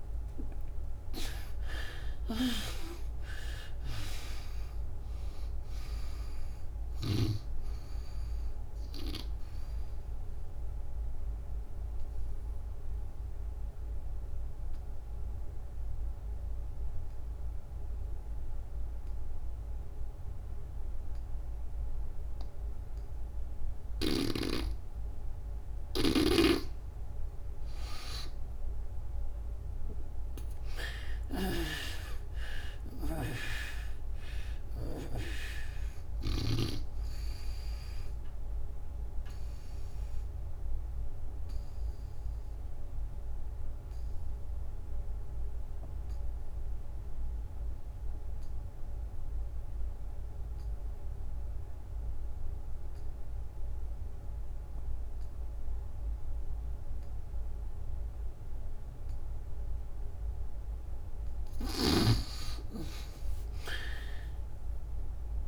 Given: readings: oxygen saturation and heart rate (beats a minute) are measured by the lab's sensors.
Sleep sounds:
breathing in sleep by a room microphone; 2
0.00-2.00 s: arousal
3.00-21.00 s: oxygen desaturation (device-marked, oxygen 97% before, 73% lowest, heart rate 73 before, 65 extreme)
9.00-27.00 s: obstructive apnea (oxygen 97% before, 72% lowest, heart rate 79 before, 65 extreme, up 38 after)
29.00-32.50 s: arousal
31.00-48.00 s: oxygen desaturation (device-marked, oxygen 97% before, 77% lowest, heart rate 71 before, 64 extreme)
32.50-36.50 s: snoring (device-marked)
38.00-60.50 s: obstructive apnea (oxygen 97% before, 72% lowest, heart rate 79 before, 64 extreme, up 55 after)
54.00-65.48 s: oxygen desaturation (device-marked, oxygen 97% before, 72% lowest, heart rate 80 before, 67 extreme)
61.50-65.48 s: snoring (device-marked)
63.00-65.48 s: arousal
From the record:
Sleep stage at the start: N2 (light sleep); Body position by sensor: on the back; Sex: female

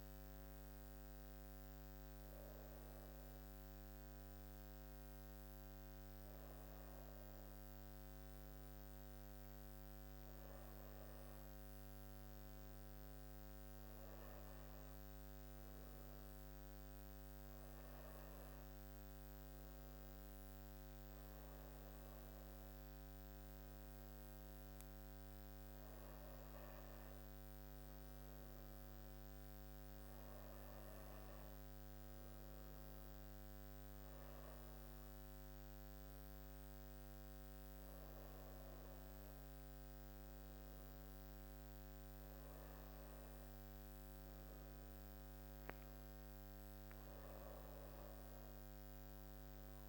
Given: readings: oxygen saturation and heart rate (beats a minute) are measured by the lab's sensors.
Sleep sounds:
breathing in sleep, hard to hear, by a microphone on the trachea; none
none scored
From the record:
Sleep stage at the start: N2 (light sleep); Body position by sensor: on the back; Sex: female

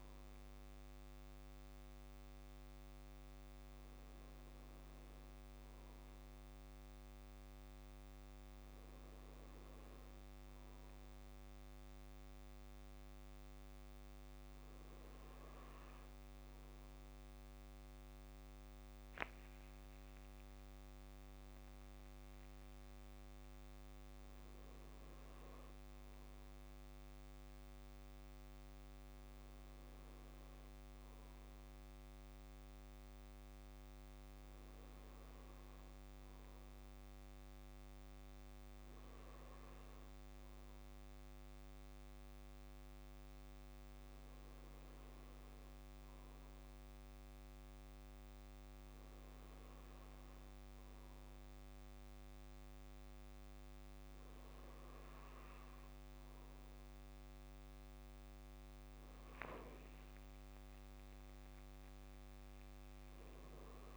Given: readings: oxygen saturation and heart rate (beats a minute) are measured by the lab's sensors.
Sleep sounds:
breathing in sleep, hard to hear, by a microphone on the trachea; none
none scored
From the record:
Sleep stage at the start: N2 (light sleep); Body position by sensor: on the back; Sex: male

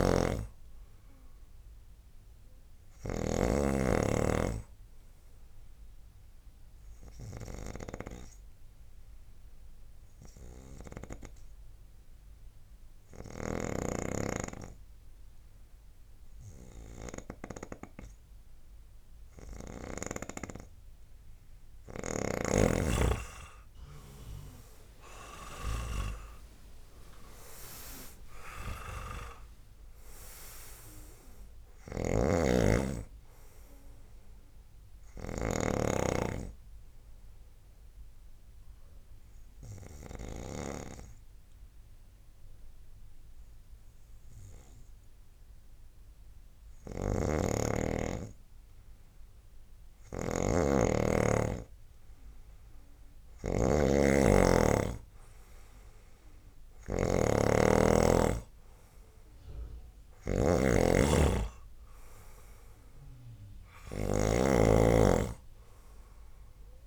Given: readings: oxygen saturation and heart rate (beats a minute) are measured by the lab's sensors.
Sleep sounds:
breathing in sleep by a room microphone; 2
0.00-3.50 s: snoring (device-marked)
7.00-22.00 s: obstructive apnea (oxygen 97% before, 90% lowest, heart rate 80 before, 72 extreme, up 11 after)
24.00-28.50 s: arousal
24.00-43.00 s: oxygen desaturation (device-marked, oxygen 96% before, 90% lowest, heart rate 76 before, 72 extreme)
31.50-35.50 s: snoring (device-marked)
36.50-47.50 s: obstructive apnea (oxygen 97% before, 90% lowest, heart rate 83 before, 72 extreme, up 2 after)
47.00-66.87 s: snoring (device-marked)
49.50-54.00 s: arousal
From the record:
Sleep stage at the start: N2 (light sleep); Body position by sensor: on the right side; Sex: male

